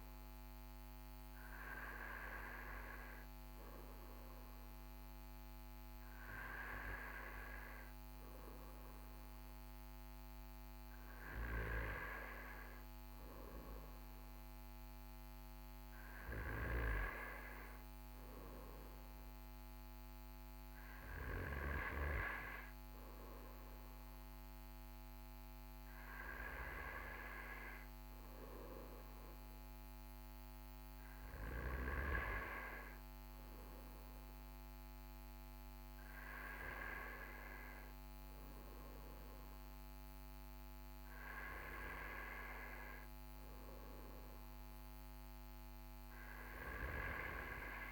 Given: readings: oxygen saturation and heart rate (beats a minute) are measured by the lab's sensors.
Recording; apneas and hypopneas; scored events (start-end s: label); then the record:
breathing in sleep by a microphone on the trachea; none
26.00-47.92 s: new sleep stage, N2 (light sleep)
From the record:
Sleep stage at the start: N1 (lightest sleep); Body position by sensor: on the right side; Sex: male